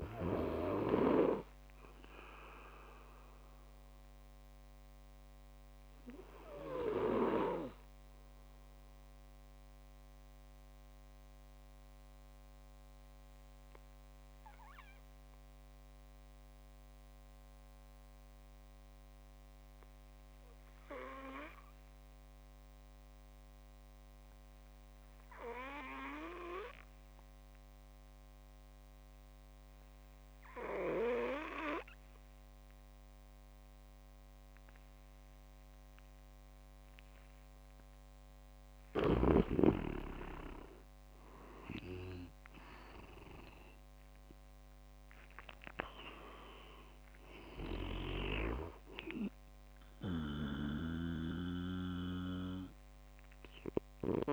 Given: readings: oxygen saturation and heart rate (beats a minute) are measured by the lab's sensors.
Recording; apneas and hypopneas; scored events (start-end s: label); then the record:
breathing in sleep by a microphone on the trachea; 1
0.00-3.50 s: oxygen desaturation (device-marked, oxygen 93% lowest)
4.00-8.00 s: arousal
11.00-37.50 s: obstructive apnea (oxygen 98% before, 91% lowest)
36.50-54.33 s: oxygen desaturation (device-marked, oxygen 98% before, 92% lowest)
39.00-43.00 s: arousal
50.50-54.33 s: snoring (device-marked)
From the record:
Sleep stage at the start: N2 (light sleep); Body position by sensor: on the back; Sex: male